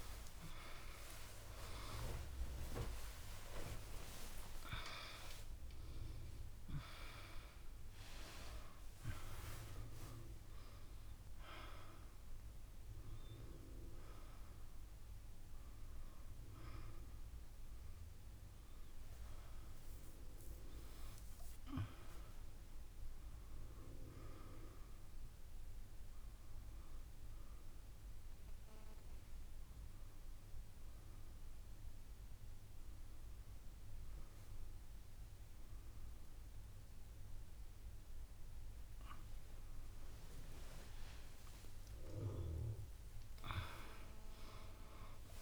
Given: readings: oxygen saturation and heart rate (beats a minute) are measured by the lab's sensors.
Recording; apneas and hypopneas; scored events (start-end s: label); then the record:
a person awake in a sleep study, by a room microphone; none
4.00-11.00 s: bradycardia (device-marked)
16.00-29.00 s: bradycardia (device-marked)
From the record:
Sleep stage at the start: awake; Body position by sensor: on the back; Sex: female